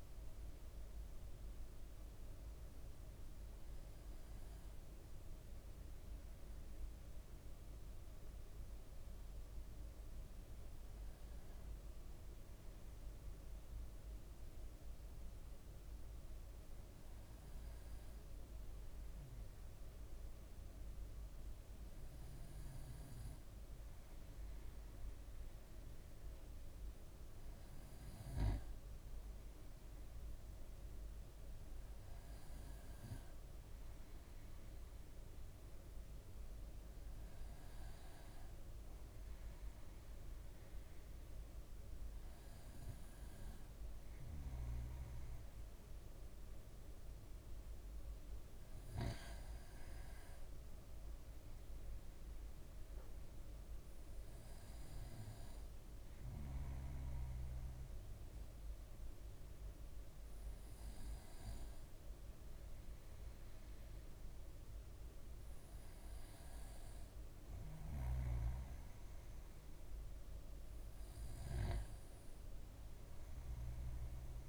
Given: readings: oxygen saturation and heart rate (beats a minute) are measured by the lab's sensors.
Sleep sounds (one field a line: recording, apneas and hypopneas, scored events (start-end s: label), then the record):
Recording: breathing in sleep, hard to hear, by a room microphone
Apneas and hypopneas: none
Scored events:
none scored
From the record:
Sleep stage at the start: N2 (light sleep)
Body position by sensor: on the right side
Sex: male